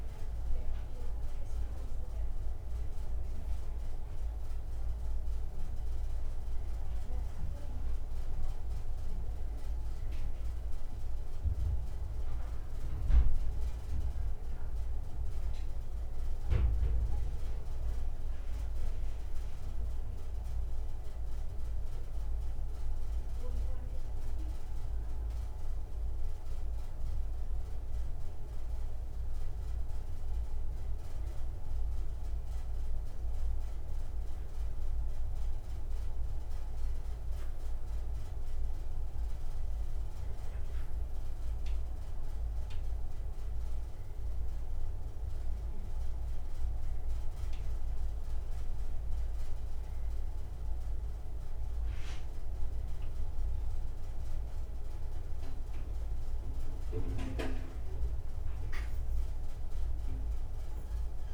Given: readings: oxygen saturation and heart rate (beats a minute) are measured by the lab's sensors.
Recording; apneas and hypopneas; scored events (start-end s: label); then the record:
a person awake in a sleep study, hard to hear, by a room microphone; none
60.00-61.33 s: new sleep stage, N2 (light sleep)
From the record:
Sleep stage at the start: awake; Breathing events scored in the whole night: 189 in 3.3 hours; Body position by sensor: on the back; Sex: male